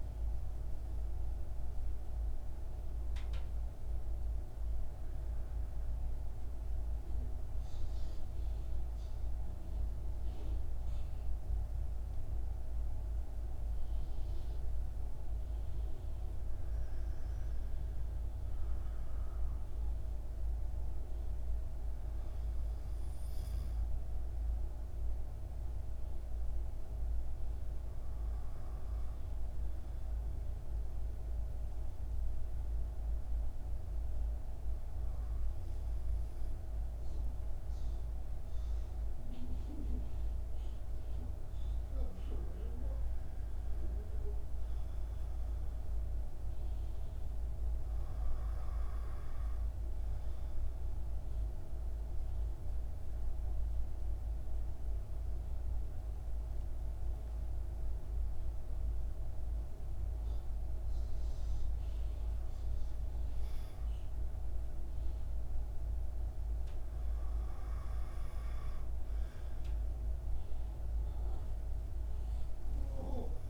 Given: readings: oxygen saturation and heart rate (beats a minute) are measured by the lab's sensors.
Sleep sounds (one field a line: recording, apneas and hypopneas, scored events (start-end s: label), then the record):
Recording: a person partly awake in a sleep study, hard to hear, by a room microphone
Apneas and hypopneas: 2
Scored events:
0.00-10.50 s: oxygen desaturation (device-marked, oxygen 80% lowest, heart rate 55 extreme)
6.00-16.00 s: central apnea (oxygen 91% before, 80% lowest, heart rate 86 before, 55 extreme, up 8 after)
7.50-73.50 s: new sleep stage, N2 (light sleep)
17.50-21.00 s: arousal
25.50-33.50 s: oxygen desaturation (device-marked, oxygen 99% before, 92% lowest, heart rate 59 before, 54 extreme)
44.50-47.50 s: arousal
49.50-62.00 s: obstructive apnea (oxygen 98% before, 92% lowest, heart rate 58 before, 54 extreme, up 7 after)
64.50-68.00 s: arousal
From the record:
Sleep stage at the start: awake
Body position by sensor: upright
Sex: male